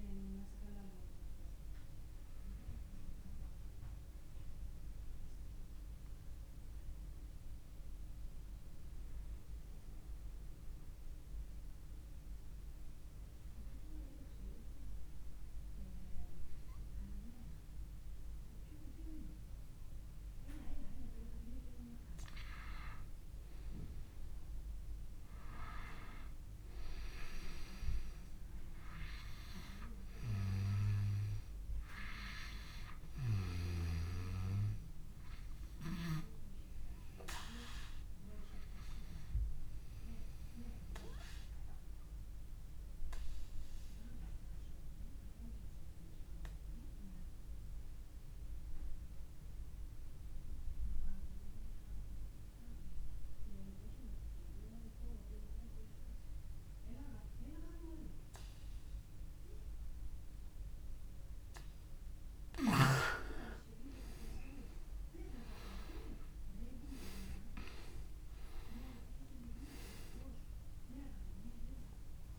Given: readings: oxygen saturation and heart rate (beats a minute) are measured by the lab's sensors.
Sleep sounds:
breathing in sleep by a room microphone; 2
0.00-5.00 s: oxygen desaturation (device-marked, oxygen 92% lowest, heart rate 26 extreme)
10.00-22.00 s: obstructive apnea (oxygen 99% before, 94% lowest, heart rate 42 before, 26 extreme, up 7 after)
24.50-29.00 s: arousal
31.00-51.00 s: oxygen desaturation (device-marked, oxygen 99% before, 95% lowest, heart rate 30 before, 27 extreme)
39.00-72.39 s: new sleep stage, N2 (light sleep)
40.50-62.00 s: obstructive apnea (oxygen 99% before, 91% lowest)
64.50-69.00 s: arousal
71.00-72.39 s: oxygen desaturation (device-marked, oxygen 96% before, 91% lowest)
From the record:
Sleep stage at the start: N1 (lightest sleep); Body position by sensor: on the back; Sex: male

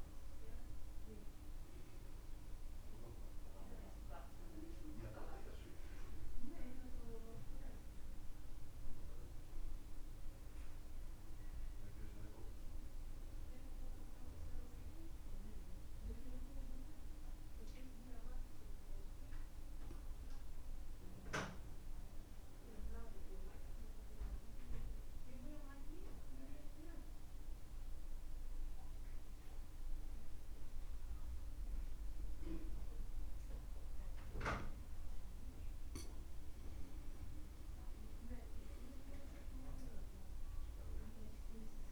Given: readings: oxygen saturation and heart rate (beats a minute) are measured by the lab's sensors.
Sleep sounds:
breathing in sleep by a room microphone; 1
0.00-15.50 s: oxygen desaturation (device-marked, oxygen 83% lowest, heart rate 58 extreme)
18.50-36.00 s: mixed apnea (oxygen 99% before, 93% lowest, heart rate 64 before, 58 extreme, up 11 after)
37.50-41.50 s: arousal
40.50-41.92 s: oxygen desaturation (device-marked, oxygen 98% before, 93% lowest, heart rate 61 before, 62 extreme)
From the record:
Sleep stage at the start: N2 (light sleep); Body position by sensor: on the back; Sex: male

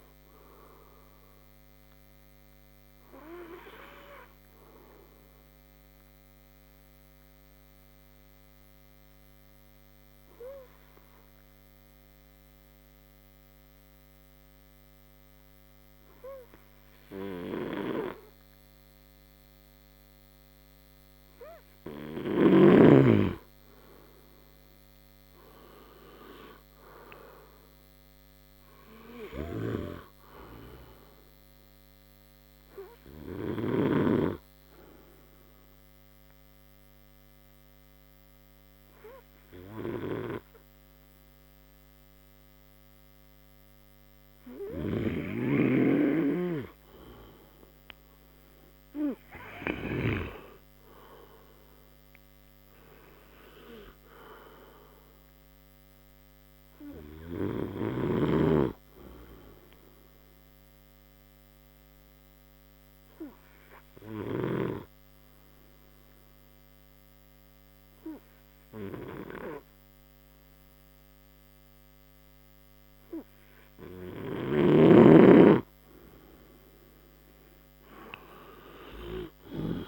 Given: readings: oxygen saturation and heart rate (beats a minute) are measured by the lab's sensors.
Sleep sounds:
breathing in sleep by a microphone on the trachea; 3
1.50-10.50 s: oxygen desaturation (device-marked, oxygen 96% before, 92% lowest)
5.50-23.50 s: obstructive apnea (oxygen 96% before, 91% lowest)
25.50-29.00 s: arousal
32.00-47.00 s: obstructive apnea (oxygen 100% before, 90% lowest)
35.50-47.50 s: oxygen desaturation (device-marked, oxygen 100% before, 91% lowest)
48.50-50.50 s: arousal
49.50-73.50 s: oxygen desaturation (device-marked, oxygen 99% before, 93% lowest)
57.00-75.00 s: obstructive apnea (oxygen 100% before, 89% lowest)
From the record:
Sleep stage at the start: N2 (light sleep); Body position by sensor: on the right side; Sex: male

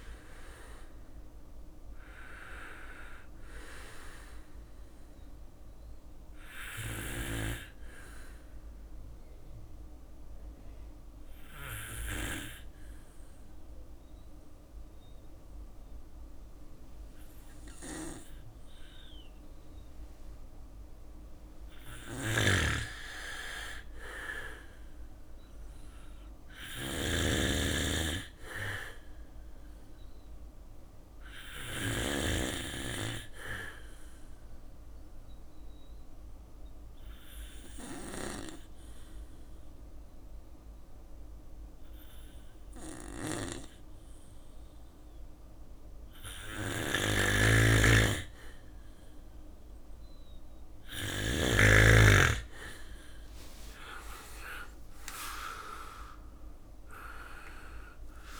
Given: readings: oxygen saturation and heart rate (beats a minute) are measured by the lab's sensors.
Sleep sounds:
breathing in sleep by a room microphone; 2
0.00-4.50 s: drop in pulse transit time (device-marked, heart rate 59 extreme)
3.50-19.50 s: bradycardia (device-marked, heart rate 59 before, 56 extreme)
6.50-19.00 s: obstructive apnea (oxygen 97% before, 95% lowest, heart rate 61 before, 55 extreme, up 4 after)
21.00-30.50 s: snoring (device-marked)
22.00-25.00 s: arousal
24.50-50.50 s: bradycardia (device-marked, heart rate 59 before, 55 extreme)
32.50-46.00 s: obstructive apnea (oxygen 99% before, 95% lowest, heart rate 58 before, 55 extreme, up 5 after)
45.50-50.00 s: snoring (device-marked)
52.50-58.40 s: arousal
From the record:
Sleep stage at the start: N2 (light sleep); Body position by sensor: on the back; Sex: male

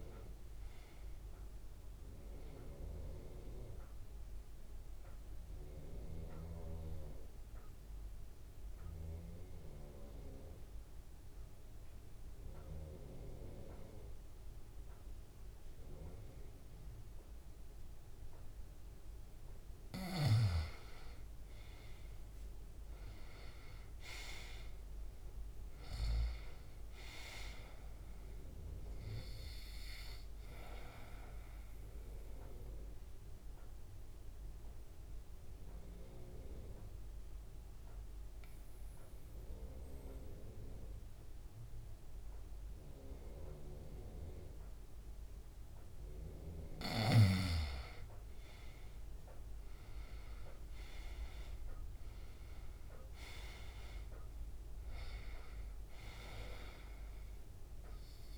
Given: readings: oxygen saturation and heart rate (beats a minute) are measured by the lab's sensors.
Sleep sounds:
breathing in sleep by a room microphone; 2
4.50-19.50 s: mixed apnea (oxygen 98% before, 89% lowest, heart rate 161 before, 79 extreme)
11.00-27.00 s: oxygen desaturation (device-marked, oxygen 96% before, 91% lowest, heart rate 146 before, 79 extreme)
21.50-25.50 s: arousal
31.50-46.50 s: mixed apnea (oxygen 99% before, 89% lowest, heart rate 144 before, 78 extreme, up 42 after)
37.00-51.00 s: oxygen desaturation (device-marked, oxygen 99% before, 90% lowest, heart rate 142 before, 78 extreme)
49.00-53.50 s: arousal
From the record:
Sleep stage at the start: N2 (light sleep); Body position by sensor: on the back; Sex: male

